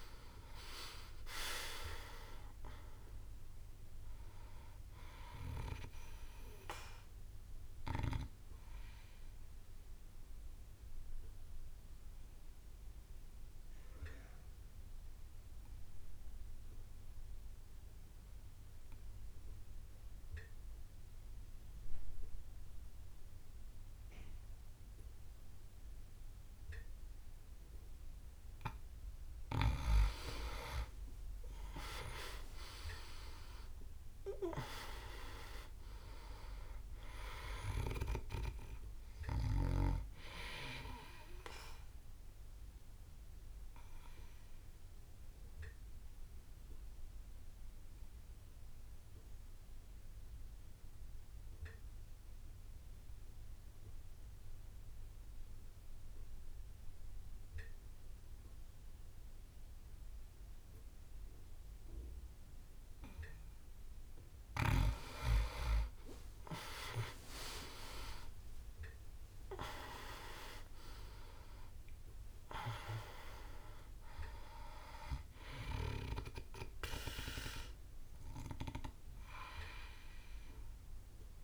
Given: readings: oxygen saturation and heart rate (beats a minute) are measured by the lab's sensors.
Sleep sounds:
breathing in sleep by a room microphone; 2
0.00-1.50 s: arousal
0.00-26.50 s: oxygen desaturation (device-marked, oxygen 92% lowest)
8.00-28.50 s: obstructive apnea (oxygen 99% before, 90% lowest)
31.00-35.50 s: arousal
40.50-42.50 s: oxygen desaturation (device-marked, oxygen 98% before, 93% lowest)
43.50-63.50 s: obstructive apnea (oxygen 99% before, 90% lowest)
48.50-56.50 s: oxygen desaturation (device-marked, oxygen 98% before, 91% lowest)
63.50-81.44 s: oxygen desaturation (device-marked, oxygen 99% before, 90% lowest)
66.50-71.00 s: arousal
From the record:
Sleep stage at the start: N2 (light sleep); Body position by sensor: on the back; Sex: male

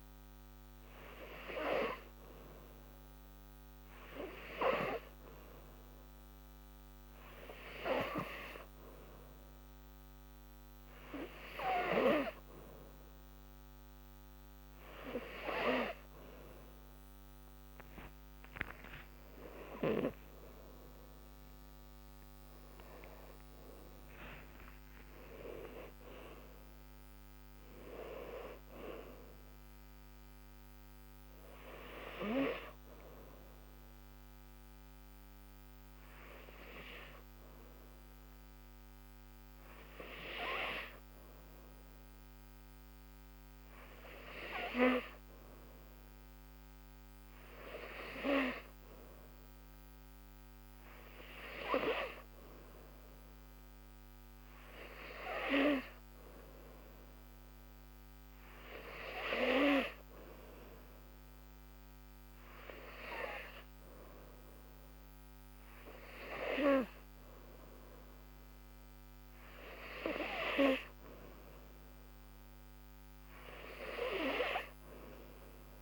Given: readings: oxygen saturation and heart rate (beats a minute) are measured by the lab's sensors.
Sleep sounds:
breathing in sleep by a microphone on the trachea; none
1.00-75.82 s: new sleep stage, N2 (light sleep)
18.50-24.50 s: arousal
54.00-55.00 s: oxygen desaturation (device-marked, oxygen 98% before, 96% lowest, heart rate 75 before, 76 extreme)
From the record:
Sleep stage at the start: N3 (deep sleep); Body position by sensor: on the back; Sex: female

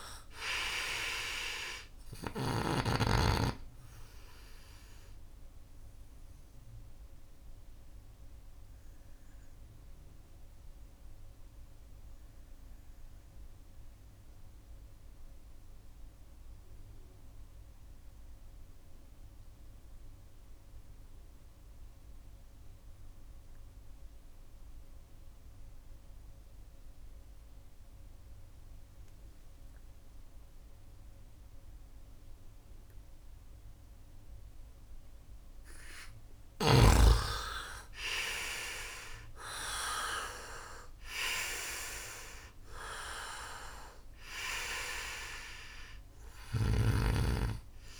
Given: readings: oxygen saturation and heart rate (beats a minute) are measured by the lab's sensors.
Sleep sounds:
breathing in sleep by a room microphone; 1
0.00-1.00 s: arousal
2.00-22.00 s: oxygen desaturation (device-marked, oxygen 94% before, 78% lowest, heart rate 68 before, 66 extreme)
7.00-36.00 s: obstructive apnea (oxygen 99% before, 78% lowest, heart rate 70 before, 66 extreme, up 11 after)
35.00-47.99 s: oxygen desaturation (device-marked, oxygen 98% before, 80% lowest, heart rate 70 before, 65 extreme)
37.50-41.50 s: arousal
From the record:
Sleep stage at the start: N2 (light sleep); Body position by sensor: on the right side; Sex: male

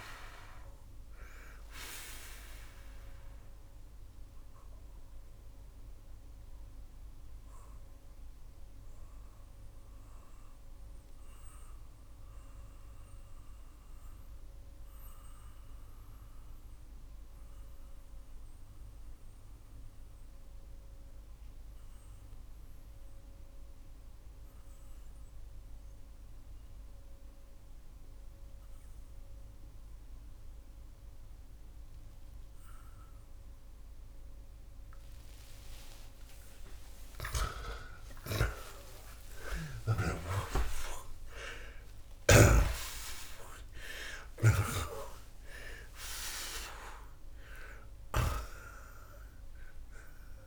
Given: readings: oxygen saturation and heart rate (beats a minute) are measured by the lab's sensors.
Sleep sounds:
breathing in sleep by a room microphone; 1
0.00-14.00 s: oxygen desaturation (device-marked, oxygen 86% lowest)
4.50-36.50 s: mixed apnea (oxygen 93% before, 75% lowest)
19.00-33.00 s: oxygen desaturation (device-marked, oxygen 87% before, 75% lowest)
32.00-50.47 s: new sleep stage, N2 (light sleep)
38.00-42.50 s: arousal
From the record:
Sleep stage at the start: REM sleep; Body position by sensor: on the back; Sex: male

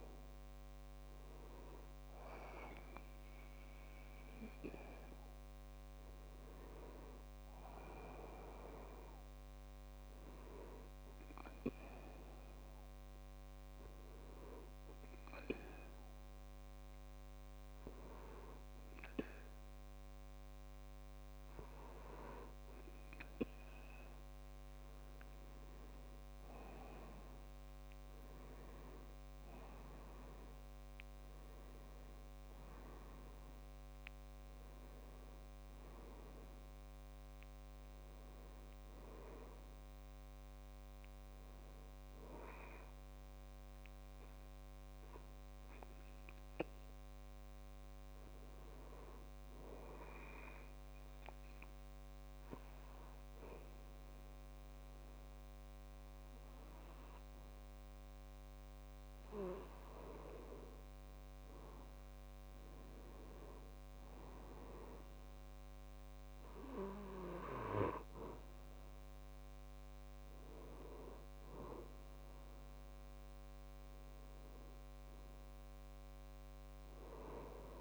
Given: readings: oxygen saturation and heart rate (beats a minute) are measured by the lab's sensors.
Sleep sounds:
breathing in sleep by a microphone on the trachea; 2
6.50-9.50 s: arousal
12.50-26.00 s: hypopnea (oxygen 97% before, 94% lowest, heart rate 69 before, 63 extreme, up 11 after)
26.50-49.50 s: oxygen desaturation (device-marked, oxygen 97% before, 94% lowest, heart rate 65 before, 62 extreme)
27.50-30.50 s: arousal
50.00-61.00 s: obstructive apnea (oxygen 97% before, 92% lowest, heart rate 70 before, 62 extreme, up 7 after)
64.50-68.50 s: arousal
From the record:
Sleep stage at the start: N2 (light sleep); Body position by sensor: on the back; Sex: male

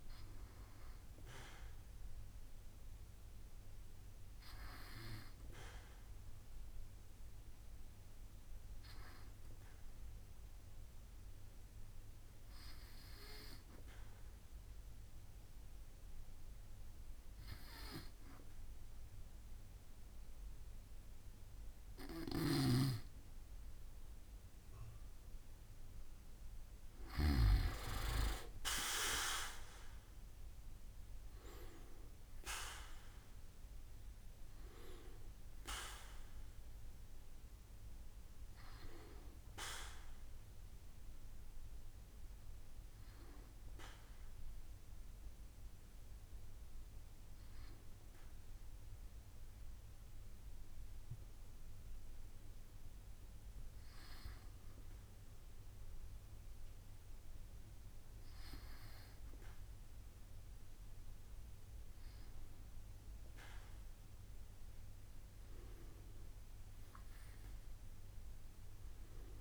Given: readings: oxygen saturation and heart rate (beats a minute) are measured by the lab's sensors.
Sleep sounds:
breathing in sleep by a room microphone; 2
9.00-25.00 s: hypopnea (oxygen 96% before, 94% lowest, heart rate 68 before, 66 extreme, up 4 after)
28.50-33.00 s: arousal
46.00-61.00 s: hypopnea (oxygen 96% before, 94% lowest, heart rate 71 before, 65 extreme, up 5 after)
64.50-68.00 s: arousal
From the record:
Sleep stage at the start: N2 (light sleep); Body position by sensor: on the back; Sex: male

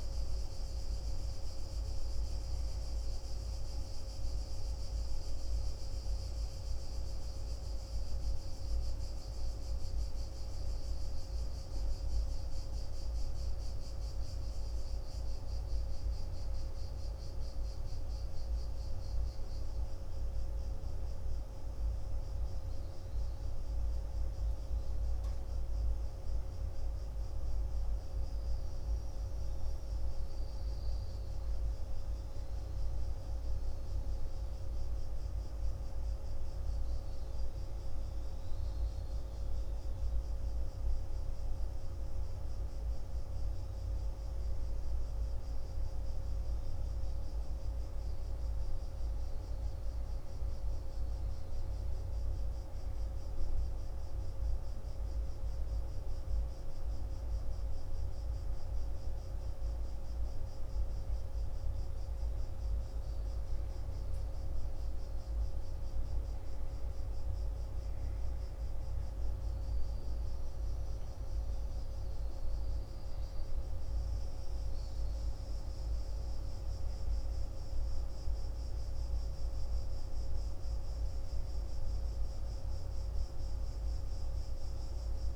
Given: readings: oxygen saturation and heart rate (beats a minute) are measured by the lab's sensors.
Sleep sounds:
a person awake in a sleep study, hard to hear, by a room microphone; none
none scored
From the record:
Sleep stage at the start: awake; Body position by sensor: on the back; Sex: male

